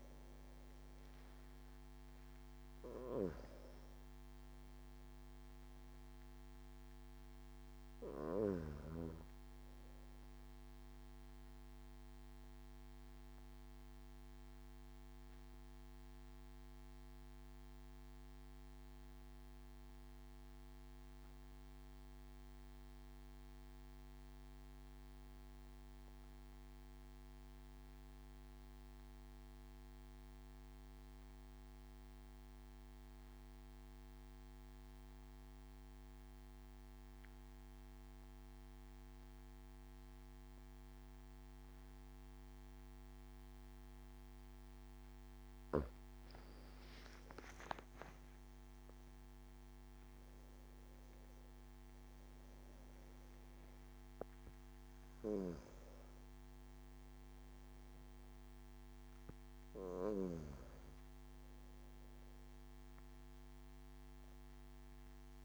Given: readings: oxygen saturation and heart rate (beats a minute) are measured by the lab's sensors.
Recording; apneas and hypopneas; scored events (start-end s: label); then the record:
breathing in sleep by a microphone on the trachea; 1
0.00-15.50 s: oxygen desaturation (device-marked, oxygen 88% lowest)
12.50-44.50 s: obstructive apnea (oxygen 94% before, 90% lowest)
34.50-65.45 s: oxygen desaturation (device-marked, oxygen 98% before, 90% lowest, heart rate 100 before, 36 extreme)
45.50-50.00 s: arousal
From the record:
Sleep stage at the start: N2 (light sleep); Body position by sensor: on the back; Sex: male